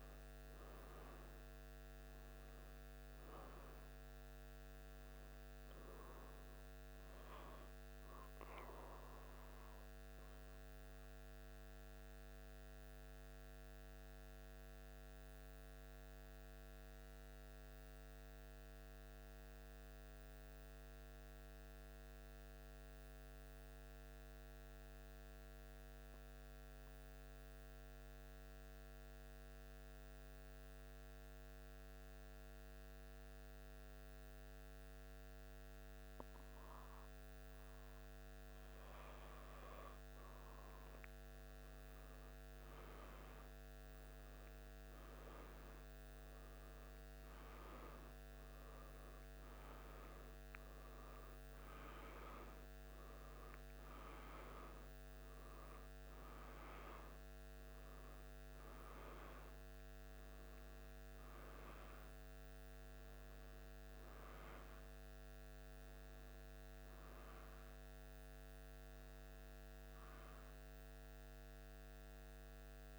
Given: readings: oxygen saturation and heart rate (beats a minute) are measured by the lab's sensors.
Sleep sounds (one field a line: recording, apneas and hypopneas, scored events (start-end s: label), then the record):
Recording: breathing in sleep, hard to hear, by a microphone on the trachea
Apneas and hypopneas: 1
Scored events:
9.50-39.50 s: mixed apnea (oxygen 98% before, 96% lowest, heart rate 77 before, 74 extreme, up 3 after)
42.00-46.50 s: arousal
66.50-70.50 s: arousal
From the record:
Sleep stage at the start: N2 (light sleep)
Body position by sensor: on the back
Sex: male